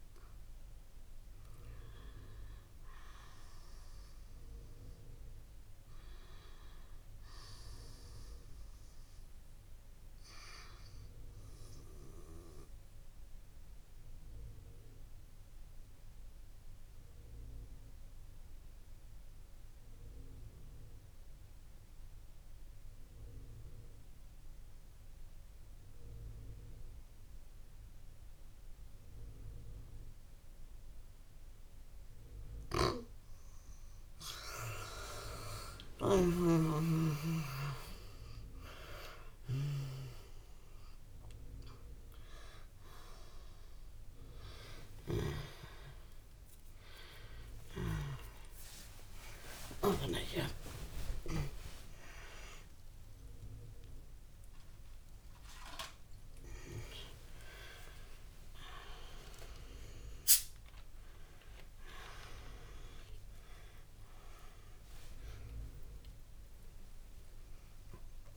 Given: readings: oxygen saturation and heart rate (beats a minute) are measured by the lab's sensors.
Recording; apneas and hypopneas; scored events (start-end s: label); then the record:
a person partly awake in a sleep study, by a room microphone; 1
0.00-16.00 s: oxygen desaturation (device-marked, oxygen 85% lowest)
12.00-32.50 s: obstructive apnea (oxygen 95% before, 87% lowest)
32.00-36.50 s: snoring (device-marked)
34.00-68.37 s: oxygen desaturation (device-marked, oxygen 97% before, 89% lowest)
40.00-68.37 s: new sleep stage, awake
From the record:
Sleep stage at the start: N2 (light sleep); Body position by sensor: on the back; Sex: female